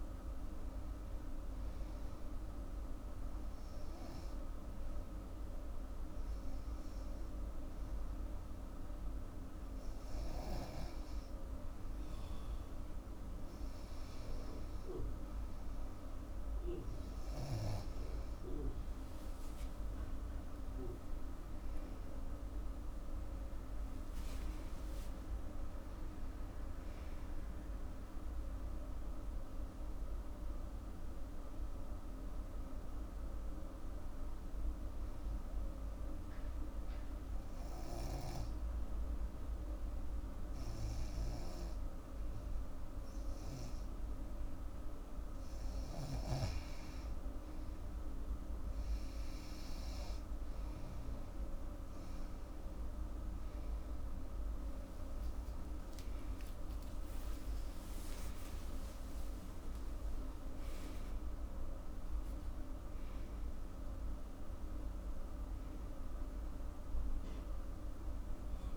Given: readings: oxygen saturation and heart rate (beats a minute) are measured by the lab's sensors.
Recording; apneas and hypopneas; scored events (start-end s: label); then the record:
breathing in sleep, hard to hear, by a room microphone; 2
4.00-16.00 s: hypopnea (oxygen 97% before, 93% lowest, heart rate 90 before, 82 extreme, up 3 after)
21.50-26.50 s: arousal
34.50-45.50 s: obstructive apnea (oxygen 98% before, 93% lowest, heart rate 86 before, 82 extreme, up 7 after)
48.00-61.00 s: oxygen desaturation (device-marked, oxygen 98% before, 93% lowest, heart rate 84 before, 83 extreme)
56.50-58.50 s: long interval between heartbeats (device-marked, heart rate 85 before, 108 extreme)
58.00-64.00 s: arousal
58.50-60.50 s: long interval between heartbeats (device-marked, heart rate 88 before, 120 extreme)
From the record:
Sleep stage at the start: N2 (light sleep); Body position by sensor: on the back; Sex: female